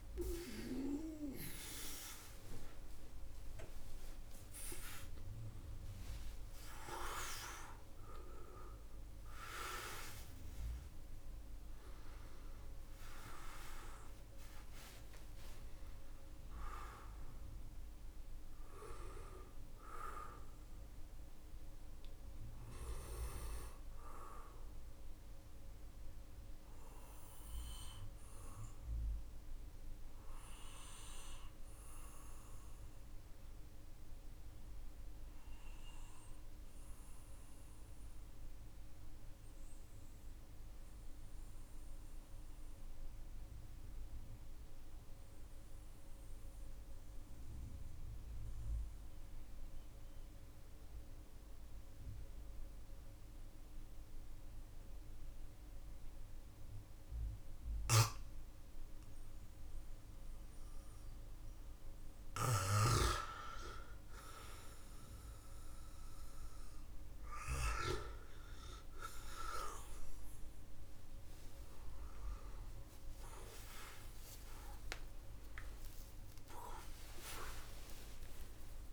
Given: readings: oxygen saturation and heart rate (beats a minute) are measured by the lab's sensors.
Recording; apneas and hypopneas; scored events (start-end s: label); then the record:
a person partly awake in a sleep study, by a room microphone; 1
0.00-9.00 s: oxygen desaturation (device-marked, oxygen 95% lowest, heart rate 46 extreme)
6.00-13.00 s: tachycardia (device-marked, heart rate 51 before, 140 extreme)
11.00-30.00 s: oxygen desaturation (device-marked, oxygen 96% before, 91% lowest, heart rate 71 before, 44 extreme)
11.00-41.00 s: new sleep stage, N1 (lightest sleep)
27.50-62.00 s: obstructive apnea (oxygen 96% before, 91% lowest, heart rate 92 before, 44 extreme, up 10 after)
41.00-71.00 s: new sleep stage, N2 (light sleep)
57.00-75.00 s: oxygen desaturation (device-marked, oxygen 98% before, 94% lowest, heart rate 50 before, 49 extreme)
71.00-78.93 s: new sleep stage, awake
74.00-78.93 s: tachycardia (device-marked, heart rate 53 before, 146 extreme)
From the record:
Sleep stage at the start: awake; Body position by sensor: on the back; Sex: male